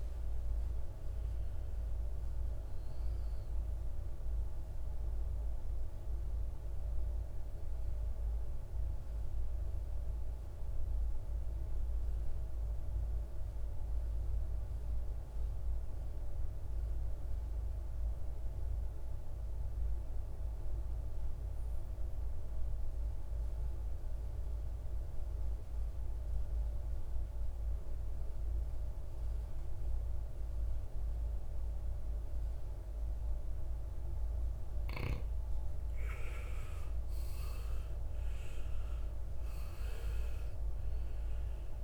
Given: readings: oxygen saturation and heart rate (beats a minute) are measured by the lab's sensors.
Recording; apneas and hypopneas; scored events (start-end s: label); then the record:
breathing in sleep, hard to hear, by a room microphone; 1
0.00-15.00 s: oxygen desaturation (device-marked, oxygen 88% lowest, heart rate 53 extreme)
4.50-33.50 s: mixed apnea (oxygen 99% before, 87% lowest, heart rate 64 before, 52 extreme, up 15 after)
35.00-41.84 s: oxygen desaturation (device-marked, oxygen 98% before, 87% lowest, heart rate 58 before, 52 extreme)
36.50-41.00 s: arousal
From the record:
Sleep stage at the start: N2 (light sleep); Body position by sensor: on the right side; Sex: male